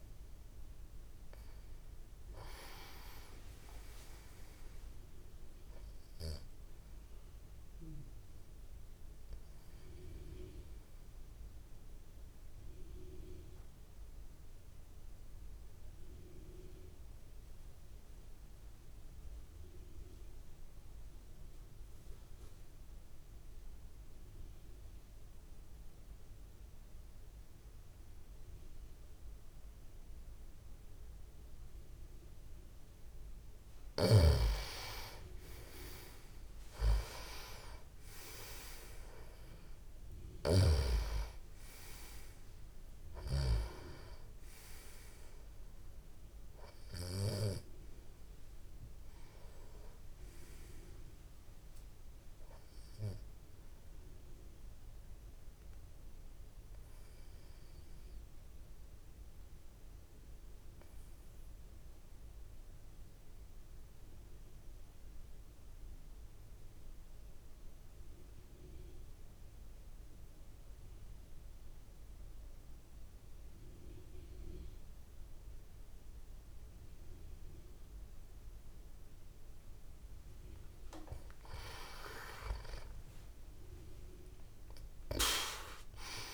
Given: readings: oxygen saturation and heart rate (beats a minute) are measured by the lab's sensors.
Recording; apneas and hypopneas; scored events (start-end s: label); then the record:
breathing in sleep by a room microphone; 2
0.00-16.00 s: oxygen desaturation (device-marked, oxygen 91% lowest, heart rate 49 extreme)
9.50-32.50 s: obstructive apnea (oxygen 98% before, 88% lowest, heart rate 86 before, 49 extreme, up 23 after)
34.00-62.00 s: oxygen desaturation (device-marked, oxygen 97% before, 88% lowest, heart rate 53 before, 51 extreme)
36.00-40.50 s: arousal
43.00-47.50 s: snoring (device-marked)
57.00-79.50 s: obstructive apnea (oxygen 97% before, 88% lowest, heart rate 65 before, 51 extreme, up 17 after)
76.00-86.34 s: oxygen desaturation (device-marked, oxygen 98% before, 88% lowest, heart rate 61 before, 50 extreme)
83.00-86.34 s: arousal
From the record:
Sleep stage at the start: N2 (light sleep); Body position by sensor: on the back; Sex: male